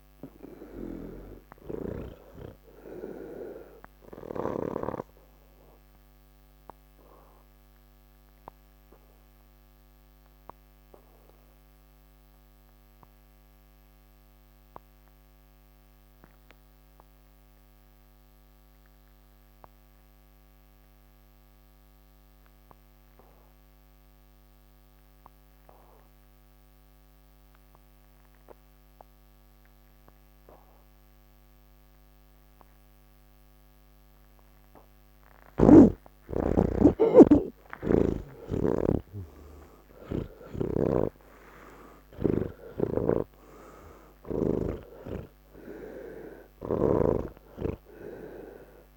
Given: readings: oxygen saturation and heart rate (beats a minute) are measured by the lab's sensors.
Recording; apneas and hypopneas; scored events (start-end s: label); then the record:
breathing in sleep by a microphone on the trachea; 1
0.00-19.00 s: oxygen desaturation (device-marked, oxygen 78% lowest, heart rate 26 extreme)
4.50-34.50 s: obstructive apnea (oxygen 99% before, 77% lowest, heart rate 94 before, 139 extreme, up 24 after)
21.00-48.97 s: oxygen desaturation (device-marked, oxygen 100% before, 77% lowest, heart rate 169 before, 168 extreme)
31.00-48.97 s: new sleep stage, N3 (deep sleep)
43.00-47.00 s: snoring (device-marked)
From the record:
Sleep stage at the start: N2 (light sleep); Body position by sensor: on the back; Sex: male